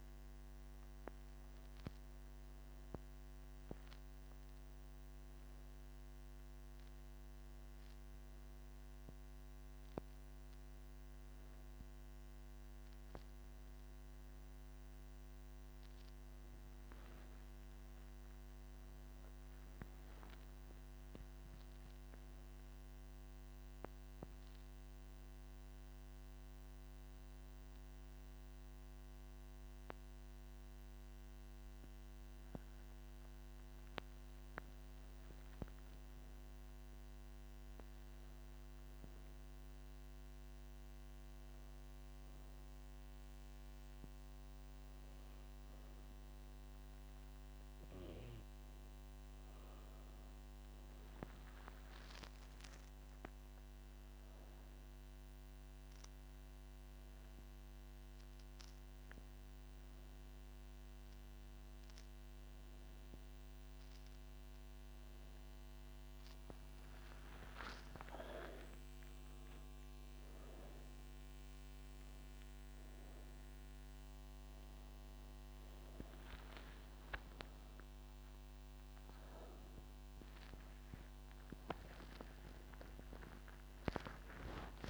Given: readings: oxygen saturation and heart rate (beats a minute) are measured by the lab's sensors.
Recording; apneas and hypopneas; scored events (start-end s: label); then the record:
breathing in sleep by a microphone on the trachea; 1
40.00-50.00 s: obstructive apnea (oxygen 95% before, 93% lowest, heart rate 60 before, 58 extreme, up 2 after)
From the record:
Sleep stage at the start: N1 (lightest sleep); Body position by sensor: on the right side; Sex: female